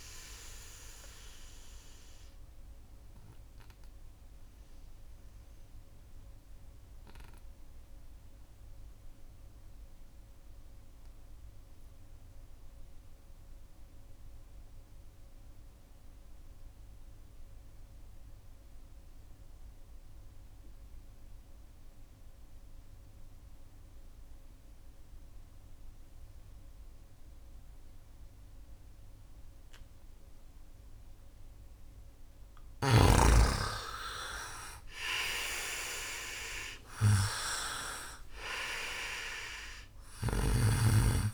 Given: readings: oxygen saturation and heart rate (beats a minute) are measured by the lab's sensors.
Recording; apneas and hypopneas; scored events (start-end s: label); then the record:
breathing in sleep by a room microphone; 1
0.00-15.00 s: oxygen desaturation (device-marked, oxygen 80% lowest, heart rate 65 extreme)
1.50-30.50 s: obstructive apnea (oxygen 98% before, 80% lowest, heart rate 72 before, 65 extreme, up 10 after)
30.00-41.34 s: oxygen desaturation (device-marked, oxygen 98% before, 82% lowest, heart rate 70 before, 65 extreme)
32.50-37.50 s: arousal
From the record:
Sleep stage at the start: N2 (light sleep); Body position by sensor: on the right side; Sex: male